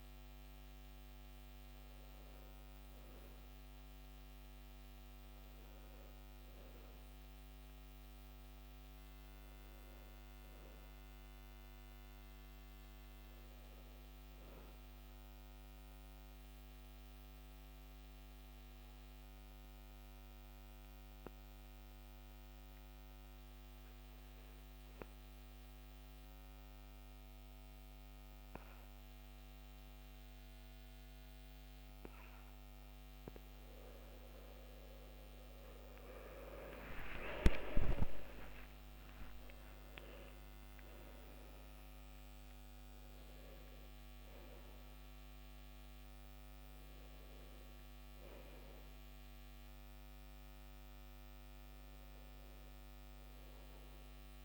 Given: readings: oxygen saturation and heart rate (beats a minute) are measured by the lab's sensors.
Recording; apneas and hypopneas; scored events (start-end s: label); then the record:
breathing in sleep by a microphone on the trachea; 1
2.50-24.50 s: oxygen desaturation (device-marked, oxygen 96% before, 92% lowest, heart rate 70 before, 54 extreme)
17.50-33.50 s: obstructive apnea (oxygen 96% before, 92% lowest, heart rate 67 before, 54 extreme, up 34 after)
35.50-40.00 s: arousal
43.50-49.50 s: oxygen desaturation (device-marked, oxygen 97% before, 94% lowest, heart rate 69 before, 68 extreme)
48.50-54.45 s: new sleep stage, REM sleep
From the record:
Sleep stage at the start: N2 (light sleep); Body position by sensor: on the back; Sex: male